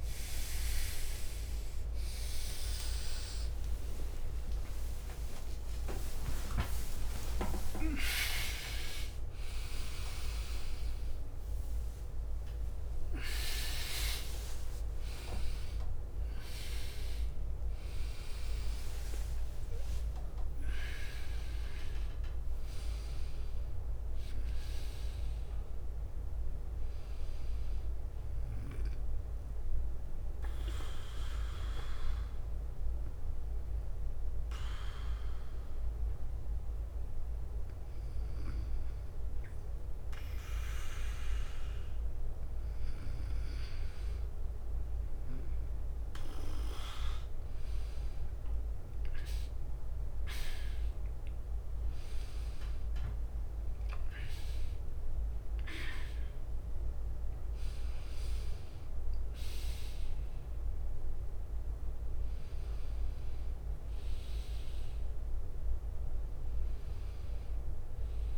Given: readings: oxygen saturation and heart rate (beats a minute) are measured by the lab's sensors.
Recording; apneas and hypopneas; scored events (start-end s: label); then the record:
a person partly awake in a sleep study, by a room microphone; 1
0.00-21.50 s: oxygen desaturation (device-marked, oxygen 92% lowest, heart rate 58 extreme)
2.50-7.50 s: tachycardia (device-marked, heart rate 59 before, 120 extreme)
3.50-5.50 s: long interval between heartbeats (device-marked, heart rate 56 before, 81 extreme)
6.50-25.50 s: drop in pulse transit time (device-marked, heart rate 62 before, 77 extreme)
7.00-9.00 s: long interval between heartbeats (device-marked, heart rate 62 before, 114 extreme)
13.50-15.50 s: long interval between heartbeats (device-marked, heart rate 79 before, 85 extreme)
19.50-23.00 s: leg movement (device-marked)
22.50-68.38 s: new sleep stage, N2 (light sleep)
29.50-43.00 s: hypopnea (oxygen 96% before, 94% lowest, heart rate 84 before, 58 extreme, up 8 after)
30.50-42.50 s: bradycardia (device-marked, heart rate 61 before, 58 extreme)
47.00-51.00 s: arousal
51.50-63.50 s: drop in pulse transit time (device-marked, heart rate 60 before, 67 extreme)
51.50-66.50 s: oxygen desaturation (device-marked, oxygen 99% before, 95% lowest, heart rate 60 before, 58 extreme)
From the record:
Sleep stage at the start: awake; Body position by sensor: on the right side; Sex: male